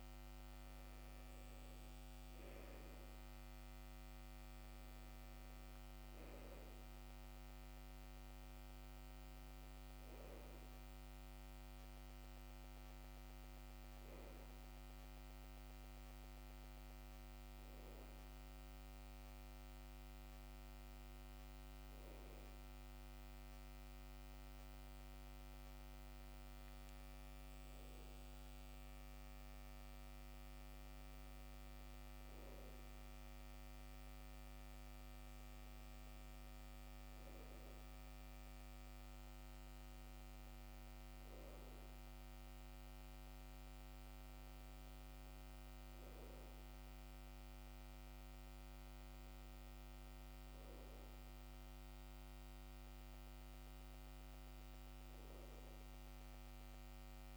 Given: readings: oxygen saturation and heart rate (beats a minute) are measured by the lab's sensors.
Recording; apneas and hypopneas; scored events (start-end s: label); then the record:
breathing in sleep, hard to hear, by a microphone on the trachea; none
0.00-25.00 s: oxygen desaturation (device-marked, oxygen 85% lowest, heart rate 66 extreme)
From the record:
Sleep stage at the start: N2 (light sleep); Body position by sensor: on the back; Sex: male